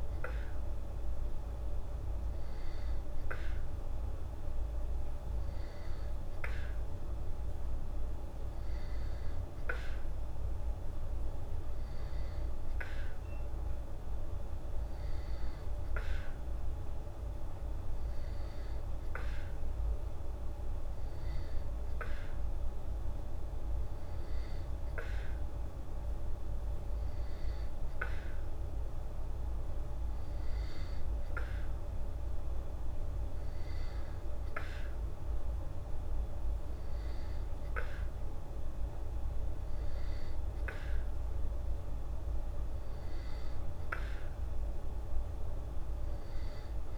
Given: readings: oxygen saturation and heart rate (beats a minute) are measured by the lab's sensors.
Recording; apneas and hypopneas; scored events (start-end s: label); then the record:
breathing in sleep, hard to hear, by a room microphone; none
none scored
From the record:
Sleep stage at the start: N2 (light sleep); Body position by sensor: on the back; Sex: female